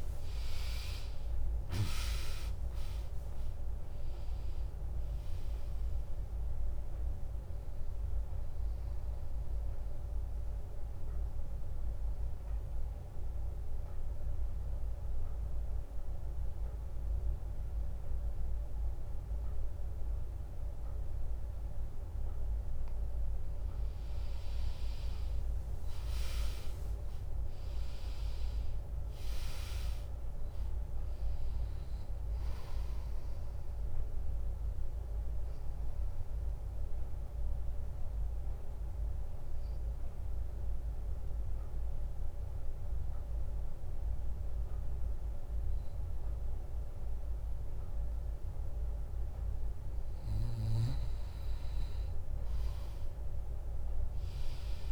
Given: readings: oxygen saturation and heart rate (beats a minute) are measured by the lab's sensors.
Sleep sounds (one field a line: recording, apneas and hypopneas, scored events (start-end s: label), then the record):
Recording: breathing in sleep, hard to hear, by a room microphone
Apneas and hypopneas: 2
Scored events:
1.00-13.00 s: drop in pulse transit time (device-marked, heart rate 76 before, 69 extreme)
2.00-18.00 s: oxygen desaturation (device-marked, oxygen 99% before, 96% lowest, heart rate 76 before, 59 extreme)
9.00-23.00 s: mixed apnea (oxygen 100% before, 96% lowest, heart rate 75 before, 59 extreme)
23.00-25.00 s: bradycardia (device-marked, heart rate 77 before, 65 extreme)
23.50-28.00 s: arousal
35.50-50.50 s: obstructive apnea (oxygen 100% before, 96% lowest, heart rate 69 before, 59 extreme)
38.00-47.00 s: drop in pulse transit time (device-marked, heart rate 67 before, 70 extreme)
51.00-53.00 s: bradycardia (device-marked, heart rate 76 before, 66 extreme)
53.00-54.92 s: arousal
From the record:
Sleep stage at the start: N2 (light sleep)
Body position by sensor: on the back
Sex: female